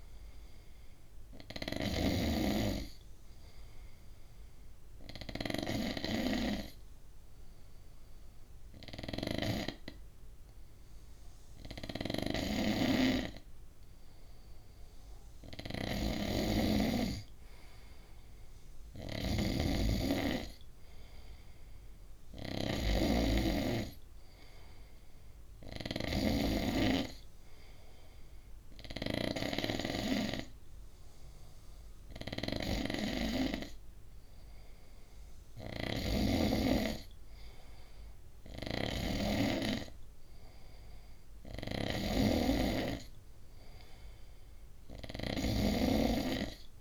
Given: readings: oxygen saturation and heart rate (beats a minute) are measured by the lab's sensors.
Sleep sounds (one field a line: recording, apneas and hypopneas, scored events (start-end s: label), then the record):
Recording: breathing in sleep by a room microphone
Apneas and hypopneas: 1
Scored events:
2.50-15.00 s: obstructive apnea (oxygen 97% before, 94% lowest, heart rate 64 before, 62 extreme, up 2 after)
17.00-20.00 s: arousal
From the record:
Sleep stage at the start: N2 (light sleep)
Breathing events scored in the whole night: 358 in 4.1 hours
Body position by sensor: on the right side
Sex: male